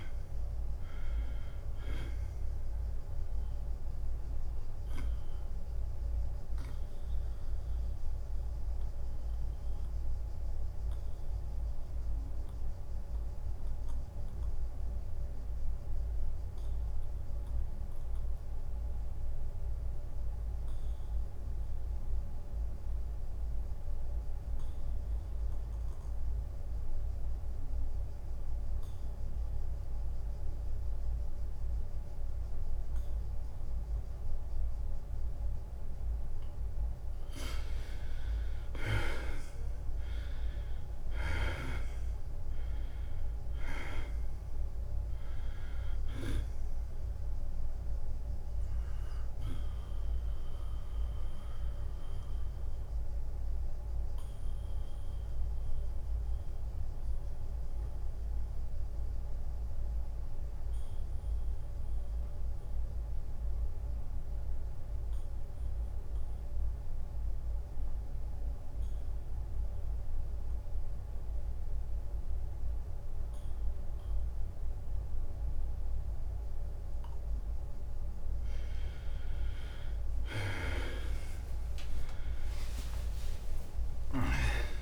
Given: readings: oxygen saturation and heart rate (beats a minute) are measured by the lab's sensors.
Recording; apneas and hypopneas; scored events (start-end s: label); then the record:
breathing in sleep by a room microphone; 2
0.00-10.50 s: drop in pulse transit time (device-marked, heart rate 83 extreme)
4.00-37.50 s: mixed apnea (oxygen 98% before, 79% lowest, heart rate 86 before, 83 extreme, up 3 after)
19.50-25.50 s: oxygen desaturation (device-marked, oxygen 97% before, 84% lowest, heart rate 87 before, 85 extreme)
39.50-44.50 s: arousal
39.50-54.50 s: drop in pulse transit time (device-marked, heart rate 86 before, 83 extreme)
39.50-56.50 s: oxygen desaturation (device-marked, oxygen 97% before, 91% lowest, heart rate 86 before, 83 extreme)
48.50-78.50 s: obstructive apnea (oxygen 98% before, 79% lowest, heart rate 88 before, 83 extreme, up 19 after)
58.50-69.50 s: oxygen desaturation (device-marked, oxygen 92% before, 79% lowest, heart rate 87 before, 83 extreme)
80.00-84.00 s: arousal
82.50-84.82 s: drop in pulse transit time (device-marked, heart rate 85 before, 88 extreme)
82.50-84.82 s: oxygen desaturation (device-marked, oxygen 97% before, 92% lowest, heart rate 85 before, 92 extreme)
82.50-84.82 s: tachycardia (device-marked, heart rate 87 before, 102 extreme)
83.50-84.82 s: long interval between heartbeats (device-marked, heart rate 85 before, 100 extreme)
From the record:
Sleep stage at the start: N2 (light sleep); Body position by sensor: on the back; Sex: male